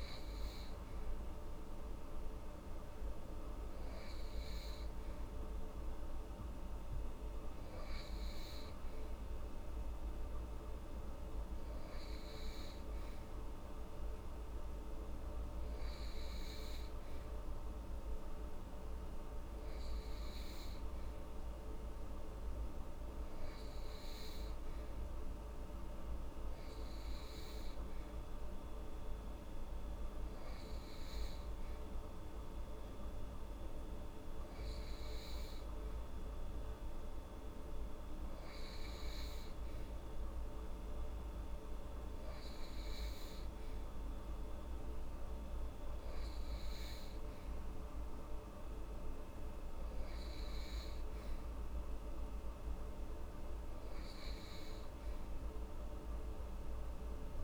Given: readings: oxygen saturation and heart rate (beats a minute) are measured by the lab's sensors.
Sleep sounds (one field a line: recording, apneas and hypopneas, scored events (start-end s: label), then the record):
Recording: breathing in sleep, hard to hear, by a room microphone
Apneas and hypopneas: none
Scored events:
none scored
From the record:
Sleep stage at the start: N2 (light sleep)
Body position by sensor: upright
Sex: female